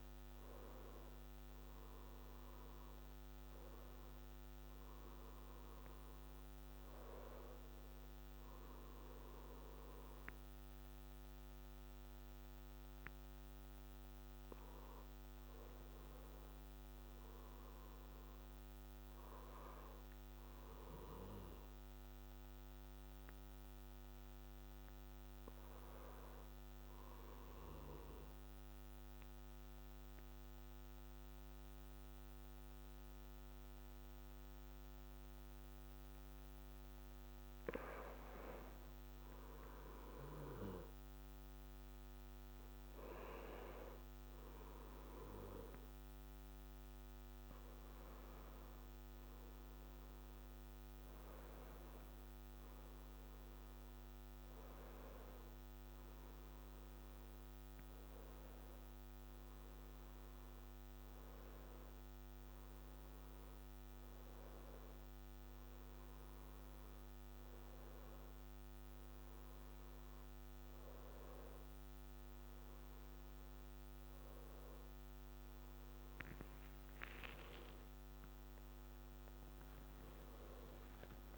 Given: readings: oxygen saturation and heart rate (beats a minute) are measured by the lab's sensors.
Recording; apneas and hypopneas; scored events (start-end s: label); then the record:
breathing in sleep by a microphone on the trachea; 1
27.00-37.00 s: obstructive apnea (oxygen 97% before, 91% lowest, heart rate 66 before, 61 extreme, up 3 after)
39.00-41.50 s: arousal
40.50-53.50 s: oxygen desaturation (device-marked, oxygen 95% before, 91% lowest, heart rate 63 before, 62 extreme)
77.00-81.38 s: arousal
From the record:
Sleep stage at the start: N2 (light sleep); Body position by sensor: on the back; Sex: male